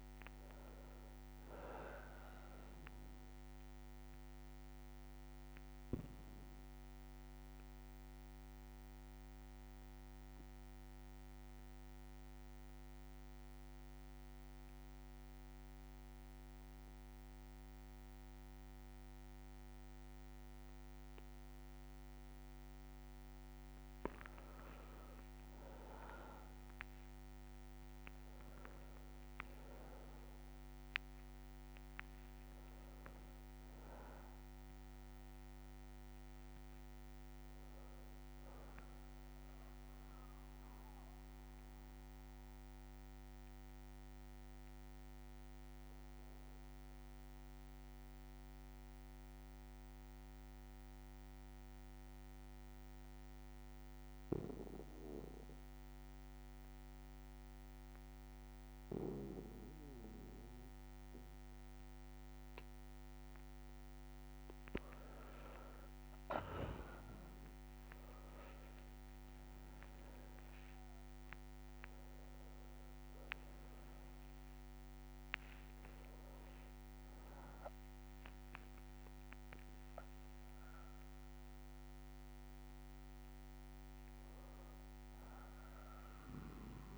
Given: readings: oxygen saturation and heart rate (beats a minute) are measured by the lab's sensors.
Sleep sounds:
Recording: breathing in sleep by a microphone on the trachea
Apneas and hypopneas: 2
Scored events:
0.00-20.50 s: oxygen desaturation (device-marked, oxygen 89% lowest, heart rate 57 extreme)
6.00-22.00 s: obstructive apnea (oxygen 99% before, 89% lowest, heart rate 68 before, 57 extreme, up 25 after)
8.50-20.50 s: bradycardia (device-marked, heart rate 64 before, 57 extreme)
25.00-27.00 s: long interval between heartbeats (device-marked, heart rate 60 before, 78 extreme)
25.50-31.50 s: arousal
32.50-34.50 s: long interval between heartbeats (device-marked, heart rate 66 before, 80 extreme)
40.50-62.50 s: obstructive apnea (oxygen 99% before, 93% lowest, heart rate 74 before, 58 extreme, up 24 after)
42.50-52.50 s: bradycardia (device-marked, heart rate 64 before, 58 extreme)
62.50-86.98 s: oxygen desaturation (device-marked, oxygen 99% before, 93% lowest, heart rate 60 before, 60 extreme)
65.50-67.50 s: long interval between heartbeats (device-marked, heart rate 60 before, 71 extreme)
66.50-72.50 s: arousal
68.00-70.00 s: long interval between heartbeats (device-marked, heart rate 61 before, 82 extreme)
From the record:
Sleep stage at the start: N2 (light sleep)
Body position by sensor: on the back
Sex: male

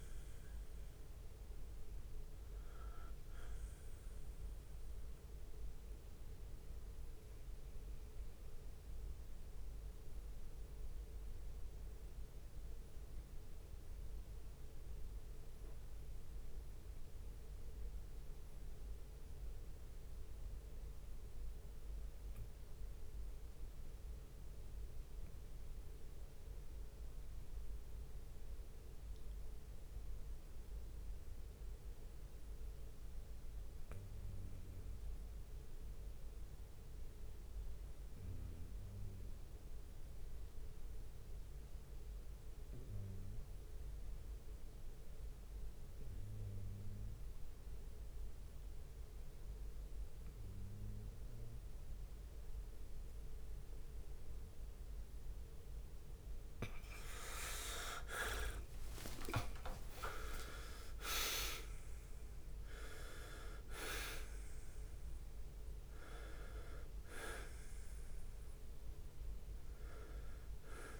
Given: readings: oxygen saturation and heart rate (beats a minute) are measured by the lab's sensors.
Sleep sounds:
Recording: breathing in sleep by a room microphone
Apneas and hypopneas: 1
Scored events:
0.00-1.50 s: leg movement (device-marked)
0.00-4.00 s: drop in pulse transit time (device-marked, heart rate 47 extreme)
0.00-5.00 s: bradycardia (device-marked)
0.00-14.00 s: oxygen desaturation (device-marked, oxygen 88% lowest)
2.50-4.50 s: long interval between heartbeats (device-marked, heart rate 81 before, 57 extreme)
9.50-56.50 s: hypopnea (oxygen 96% before, 84% lowest)
10.00-12.00 s: long interval between heartbeats (device-marked, heart rate 69 before, 77 extreme)
13.00-58.00 s: bradycardia (device-marked)
14.00 s: drop in pulse transit time (device-marked)
14.50-16.50 s: long interval between heartbeats (device-marked, heart rate 64 before, 79 extreme)
16.50-18.50 s: long interval between heartbeats (device-marked, heart rate 66 before, 56 extreme)
29.00-31.00 s: long interval between heartbeats (device-marked)
35.00-45.00 s: drop in pulse transit time (device-marked)
39.00-46.50 s: leg movement (device-marked)
39.50-41.50 s: long interval between heartbeats (device-marked)
41.00-71.00 s: oxygen desaturation (device-marked, oxygen 98% before, 84% lowest)
42.50-44.50 s: long interval between heartbeats (device-marked)
54.50-62.50 s: leg movement (device-marked)
56.00 s: drop in pulse transit time (device-marked)
58.50-64.00 s: arousal
60.00-62.00 s: long interval between heartbeats (device-marked)
60.00-64.00 s: tachycardia (device-marked)
62.00-64.00 s: long interval between heartbeats (device-marked)
64.00-71.00 s: bradycardia (device-marked)
66.50-68.50 s: leg movement (device-marked)
69.00-71.00 s: leg movement (device-marked)
From the record:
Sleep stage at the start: N2 (light sleep)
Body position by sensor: on the back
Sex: male

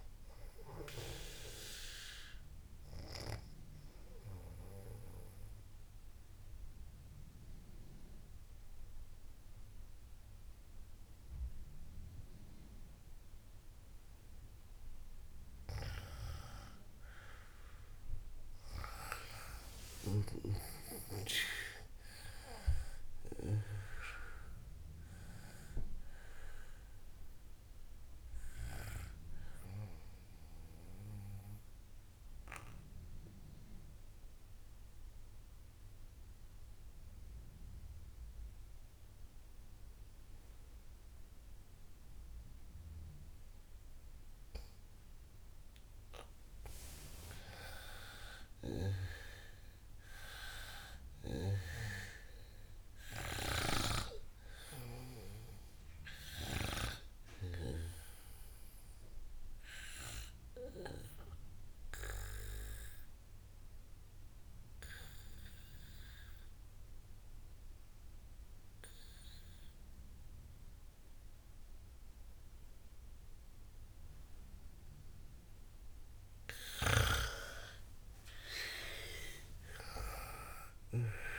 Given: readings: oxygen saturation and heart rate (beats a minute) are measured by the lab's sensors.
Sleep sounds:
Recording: breathing in sleep by a room microphone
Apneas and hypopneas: 3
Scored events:
2.50-16.50 s: mixed apnea (oxygen 97% before, 93% lowest, heart rate 62 before, 54 extreme, up 12 after)
19.50-23.00 s: arousal
32.00-48.00 s: mixed apnea (oxygen 96% before, 93% lowest, heart rate 63 before, 55 extreme, up 13 after)
49.50-54.00 s: arousal
57.50-68.50 s: oxygen desaturation (device-marked, oxygen 97% before, 93% lowest, heart rate 63 before, 55 extreme)
59.50-76.50 s: obstructive apnea (oxygen 97% before, 92% lowest, heart rate 64 before, 55 extreme, up 35 after)
77.50-81.39 s: snoring (device-marked)
78.50-81.39 s: arousal
From the record:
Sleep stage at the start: N2 (light sleep)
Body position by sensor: on the back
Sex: female

